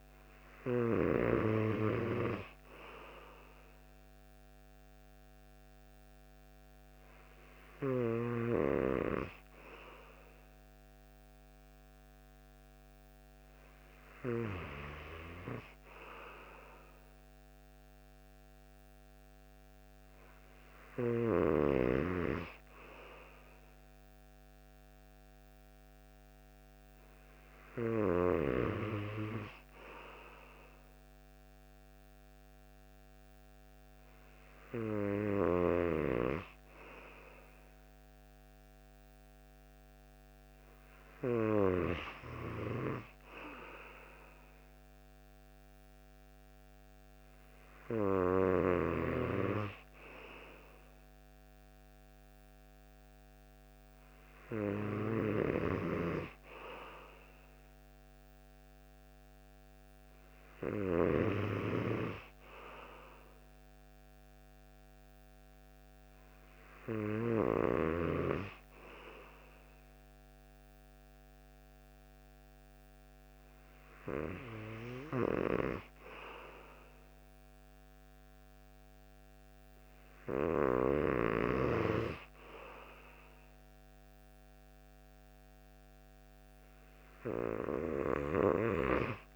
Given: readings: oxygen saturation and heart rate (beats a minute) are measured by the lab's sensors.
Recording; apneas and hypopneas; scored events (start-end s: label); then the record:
breathing in sleep by a microphone on the trachea; none
none scored
From the record:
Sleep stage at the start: N2 (light sleep); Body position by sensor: on the right side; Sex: male